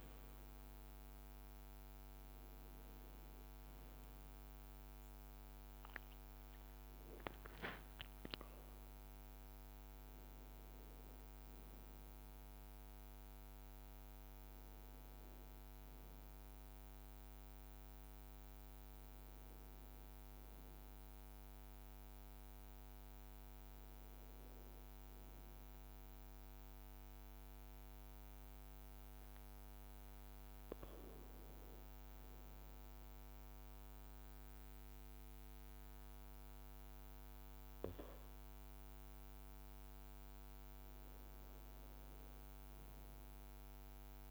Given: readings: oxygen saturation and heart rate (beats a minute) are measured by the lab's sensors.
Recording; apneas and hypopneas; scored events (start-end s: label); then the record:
breathing in sleep, hard to hear, by a microphone on the trachea; 1
0.00-2.50 s: oxygen desaturation (device-marked, oxygen 94% lowest, heart rate 56 extreme)
3.00-7.00 s: leg movement (device-marked)
10.50-25.50 s: oxygen desaturation (device-marked, oxygen 96% before, 92% lowest, heart rate 65 before, 53 extreme)
20.50-24.00 s: arousal
26.50-39.00 s: hypopnea (oxygen 98% before, 94% lowest, heart rate 58 before, 53 extreme, up 2 after)
40.50-44.31 s: arousal
From the record:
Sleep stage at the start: N2 (light sleep); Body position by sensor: on the right side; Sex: male